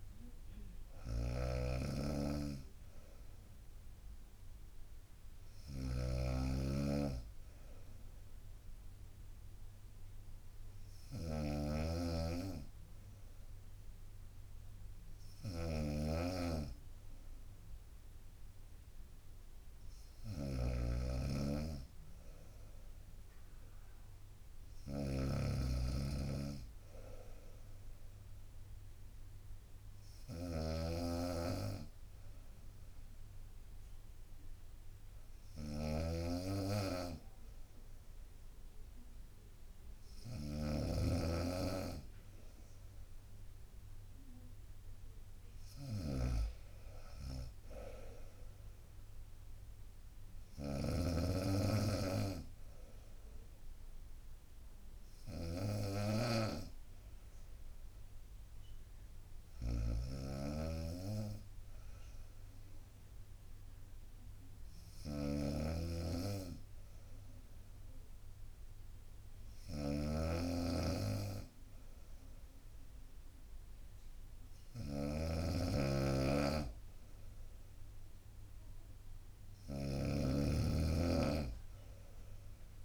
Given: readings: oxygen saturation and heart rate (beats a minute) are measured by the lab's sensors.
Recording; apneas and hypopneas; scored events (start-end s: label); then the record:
breathing in sleep by a room microphone; none
0.00-82.85 s: snoring (device-marked)
22.50-38.50 s: drop in pulse transit time (device-marked, heart rate 64 before, 64 extreme)
From the record:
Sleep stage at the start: N2 (light sleep); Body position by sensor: on the right side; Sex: female